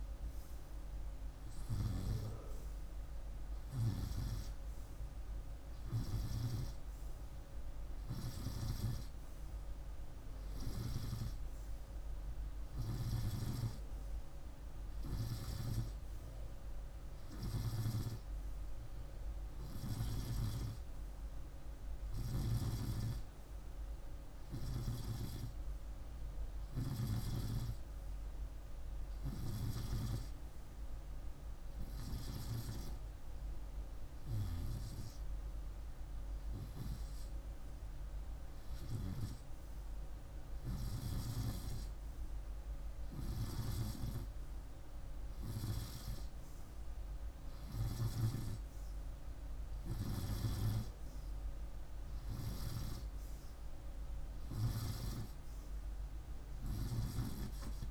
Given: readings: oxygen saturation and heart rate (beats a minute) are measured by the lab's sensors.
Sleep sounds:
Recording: breathing in sleep by a room microphone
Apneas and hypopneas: none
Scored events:
21.50-26.50 s: snoring (device-marked)
From the record:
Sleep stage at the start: N2 (light sleep)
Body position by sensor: on the right side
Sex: male

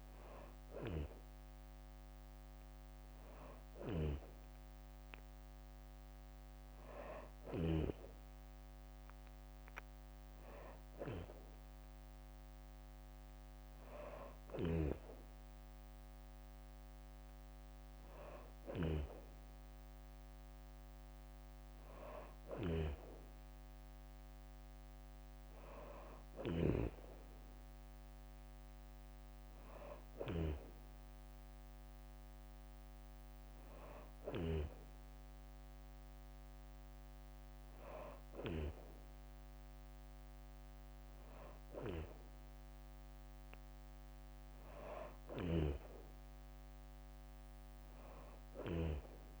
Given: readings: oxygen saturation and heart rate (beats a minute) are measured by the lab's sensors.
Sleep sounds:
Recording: breathing in sleep by a microphone on the trachea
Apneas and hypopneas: none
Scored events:
22.00-26.50 s: snoring (device-marked)
45.00-48.50 s: snoring (device-marked)
From the record:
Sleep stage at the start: N2 (light sleep)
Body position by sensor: on the back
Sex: female

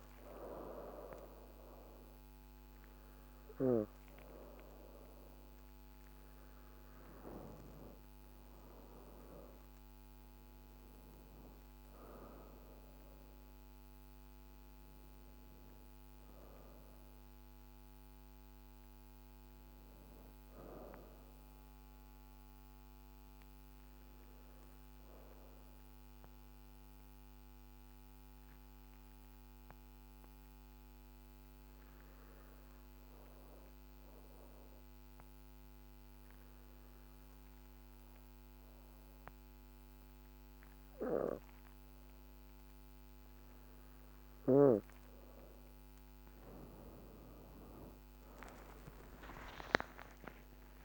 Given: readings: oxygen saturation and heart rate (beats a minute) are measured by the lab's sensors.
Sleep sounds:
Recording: breathing in sleep by a microphone on the trachea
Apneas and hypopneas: 1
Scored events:
0.00-9.50 s: oxygen desaturation (device-marked, oxygen 91% lowest, heart rate 51 extreme)
22.00-43.00 s: obstructive apnea (oxygen 92% before, 84% lowest, heart rate 54 before, 47 extreme, up 20 after)
42.50-50.85 s: oxygen desaturation (device-marked, oxygen 98% before, 84% lowest, heart rate 53 before, 47 extreme)
47.50-50.85 s: arousal
From the record:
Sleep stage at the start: N2 (light sleep)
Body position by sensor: on the back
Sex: female

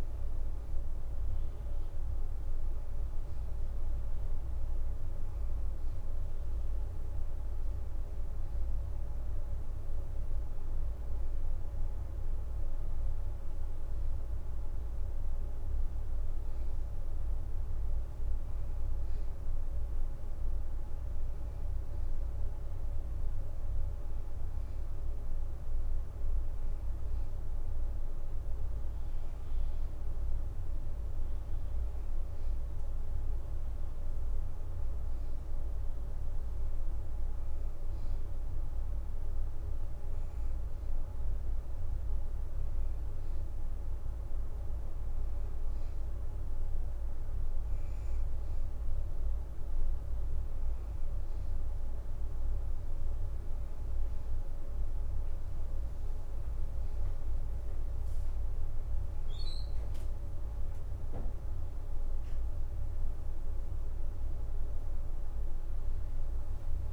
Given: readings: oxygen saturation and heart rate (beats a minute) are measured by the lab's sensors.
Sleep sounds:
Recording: breathing in sleep, hard to hear, by a room microphone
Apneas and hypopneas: none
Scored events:
13.50-16.50 s: leg movement (device-marked)
28.00-30.50 s: leg movement (device-marked)
34.50-38.00 s: leg movement (device-marked)
46.00-51.00 s: leg movement (device-marked)
From the record:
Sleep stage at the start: N2 (light sleep)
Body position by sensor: on the right side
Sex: female

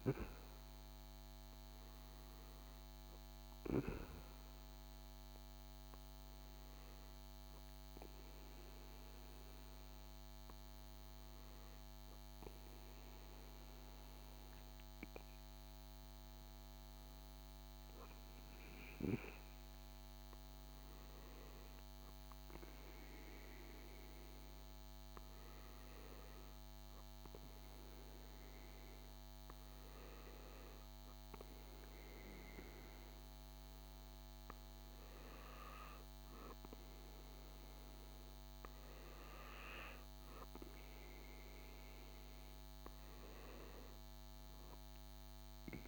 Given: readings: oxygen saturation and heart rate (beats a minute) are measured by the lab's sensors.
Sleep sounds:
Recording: breathing in sleep by a microphone on the trachea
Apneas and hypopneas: none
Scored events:
0.00-6.50 s: oxygen desaturation (device-marked, oxygen 91% lowest, heart rate 58 extreme)
From the record:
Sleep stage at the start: N2 (light sleep)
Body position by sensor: on the back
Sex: male

